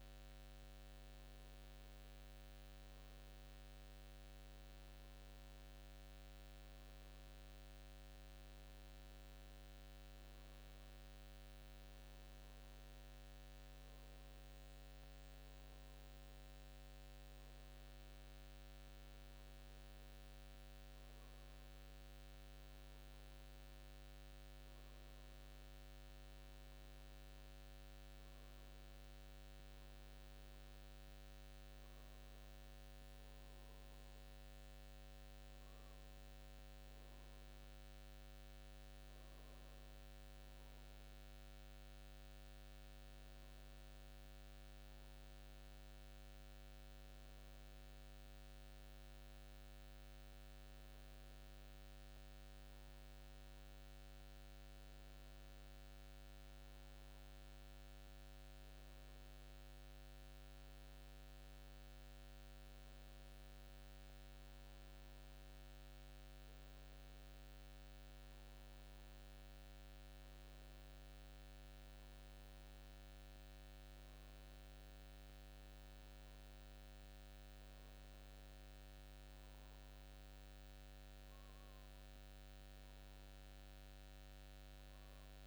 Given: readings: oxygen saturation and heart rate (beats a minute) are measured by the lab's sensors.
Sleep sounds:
breathing in sleep, hard to hear, by a microphone on the trachea; none
none scored
From the record:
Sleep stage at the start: N2 (light sleep); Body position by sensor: on the back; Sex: male

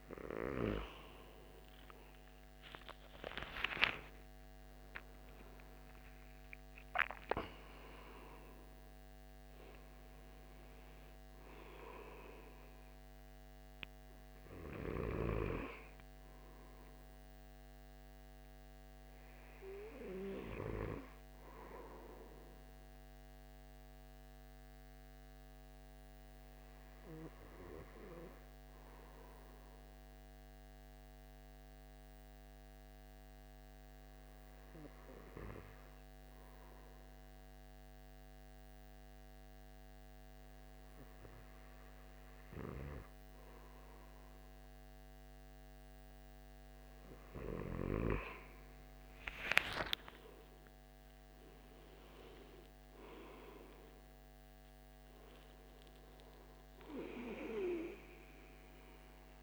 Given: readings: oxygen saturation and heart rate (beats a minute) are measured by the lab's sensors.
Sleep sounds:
breathing in sleep by a microphone on the trachea; 1
0.00-19.00 s: oxygen desaturation (device-marked, oxygen 93% lowest, heart rate 66 extreme)
1.50-6.00 s: arousal
23.50-47.50 s: hypopnea (oxygen 96% before, 94% lowest, heart rate 86 before, 64 extreme, up 26 after)
49.50-54.00 s: arousal
From the record:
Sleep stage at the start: N2 (light sleep); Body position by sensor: on the back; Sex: male

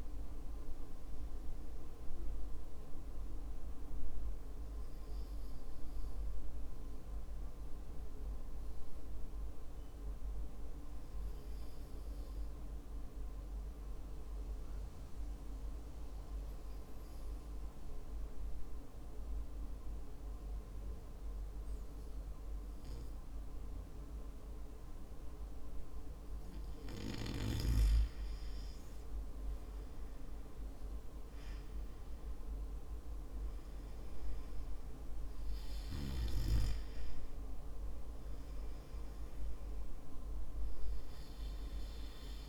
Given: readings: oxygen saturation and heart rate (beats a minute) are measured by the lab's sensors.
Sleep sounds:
breathing in sleep, hard to hear, by a room microphone; 1
3.00-24.50 s: hypopnea (oxygen 95% before, 92% lowest, heart rate 57 before, 49 extreme, up 15 after)
29.50-34.50 s: arousal
From the record:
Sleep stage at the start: N2 (light sleep); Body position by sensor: on the back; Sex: male

